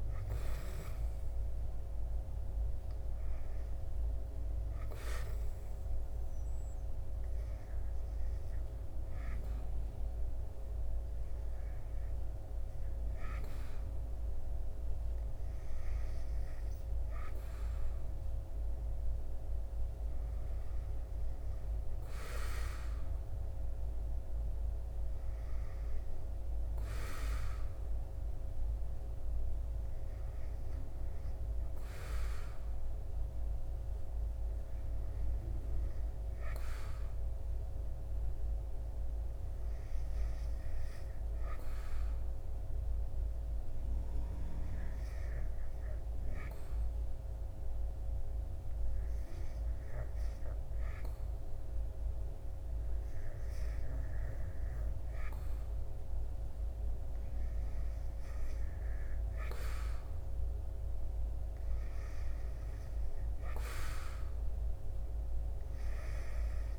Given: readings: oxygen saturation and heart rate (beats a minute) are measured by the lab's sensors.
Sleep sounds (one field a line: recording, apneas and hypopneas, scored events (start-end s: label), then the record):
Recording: breathing in sleep, hard to hear, by a room microphone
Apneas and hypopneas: 1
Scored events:
36.50-40.00 s: arousal
42.50-54.50 s: hypopnea (oxygen 98% before, 95% lowest, heart rate 75 before, 74 extreme, up 5 after)
58.00-61.50 s: arousal
From the record:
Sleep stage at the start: REM sleep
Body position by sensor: on the back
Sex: male